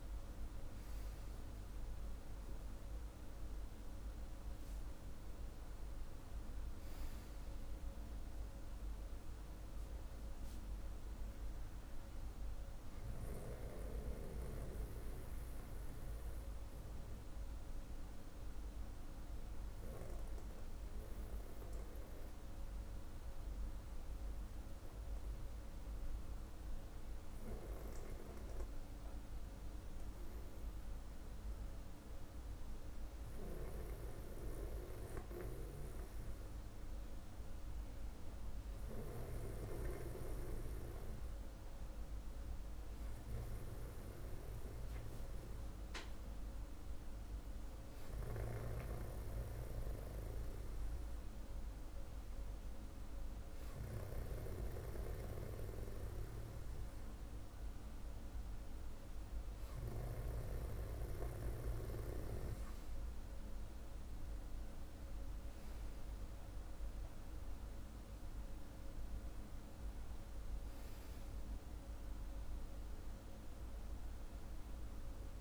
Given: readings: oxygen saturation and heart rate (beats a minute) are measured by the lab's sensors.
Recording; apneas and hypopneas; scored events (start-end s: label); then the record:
a person partly awake in a sleep study, by a room microphone; 1
2.00-62.00 s: new sleep stage, N1 (lightest sleep)
21.00-37.00 s: hypopnea (oxygen 97% before, 95% lowest, heart rate 46 before, 45 extreme, up 3 after)
38.50-42.50 s: arousal
62.00-75.41 s: new sleep stage, N2 (light sleep)
From the record:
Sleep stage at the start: awake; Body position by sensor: on the back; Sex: male